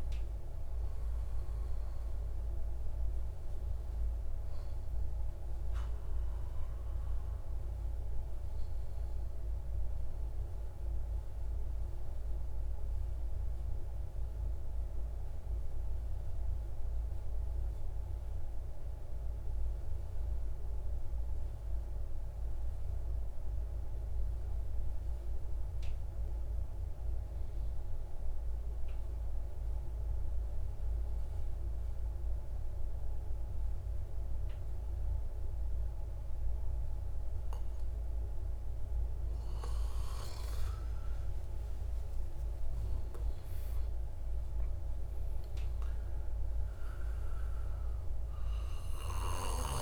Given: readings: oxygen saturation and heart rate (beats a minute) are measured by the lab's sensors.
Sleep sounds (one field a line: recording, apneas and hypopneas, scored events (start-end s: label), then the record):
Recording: breathing in sleep, hard to hear, by a room microphone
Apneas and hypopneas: 1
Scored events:
0.00-13.00 s: oxygen desaturation (device-marked, oxygen 86% lowest)
9.50-40.00 s: mixed apnea (oxygen 95% before, 90% lowest)
33.00-49.82 s: oxygen desaturation (device-marked, oxygen 99% before, 92% lowest)
42.00-46.50 s: arousal
From the record:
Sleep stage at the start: N2 (light sleep)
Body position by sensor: on the right side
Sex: male